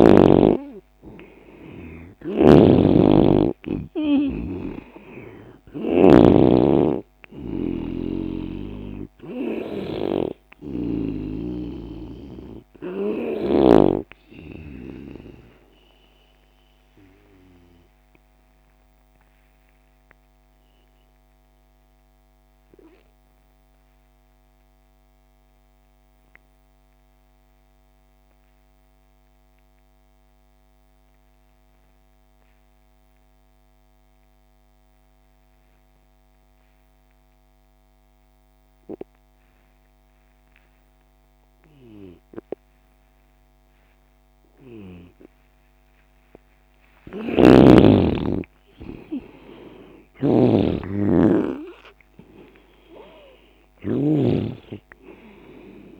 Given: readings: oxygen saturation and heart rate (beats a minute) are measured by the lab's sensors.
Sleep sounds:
breathing in sleep by a microphone on the trachea; 1
0.00-2.00 s: arousal
0.00-13.50 s: snoring (device-marked)
0.00-26.00 s: oxygen desaturation (device-marked, oxygen 86% lowest)
17.50-44.00 s: obstructive apnea (oxygen 98% before, 85% lowest)
39.00-56.00 s: oxygen desaturation (device-marked, oxygen 98% before, 85% lowest)
47.00-51.50 s: arousal
47.00-56.00 s: snoring (device-marked)
From the record:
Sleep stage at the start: N2 (light sleep); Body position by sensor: on the left side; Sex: male

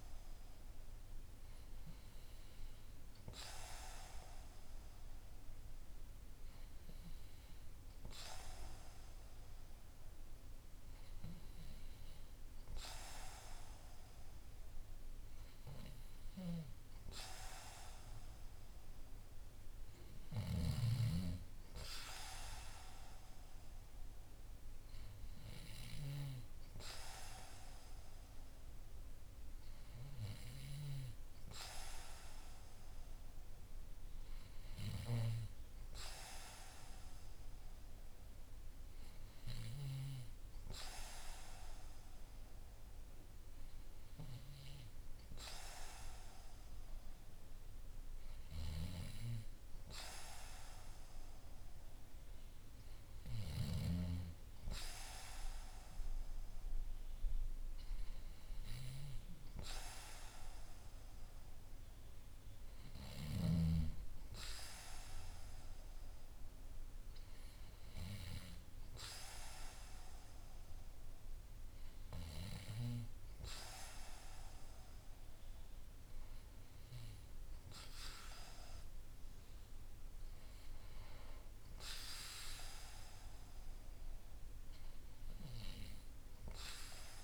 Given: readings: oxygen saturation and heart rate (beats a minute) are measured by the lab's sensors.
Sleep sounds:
breathing in sleep by a room microphone; none
none scored
From the record:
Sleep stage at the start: N2 (light sleep); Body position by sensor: on the back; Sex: male

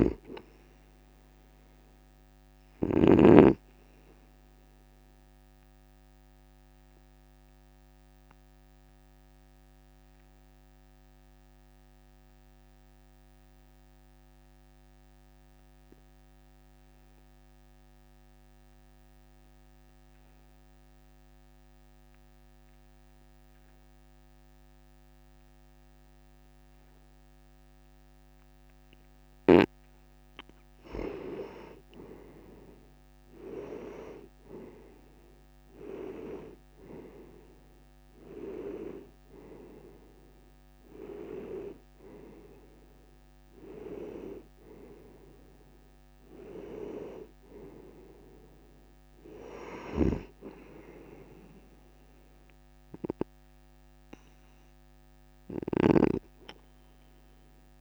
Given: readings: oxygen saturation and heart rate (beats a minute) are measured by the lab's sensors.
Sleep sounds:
breathing in sleep by a microphone on the trachea; 1
0.00-3.00 s: snoring (device-marked)
0.50-4.00 s: arousal
5.00-29.00 s: obstructive apnea (oxygen 96% before, 92% lowest, heart rate 57 before, 52 extreme, up 6 after)
28.50-44.50 s: oxygen desaturation (device-marked, oxygen 96% before, 93% lowest, heart rate 54 before, 53 extreme)
31.00-34.00 s: arousal
49.50-56.00 s: snoring (device-marked)
From the record:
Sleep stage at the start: N2 (light sleep); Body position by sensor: on the right side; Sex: male

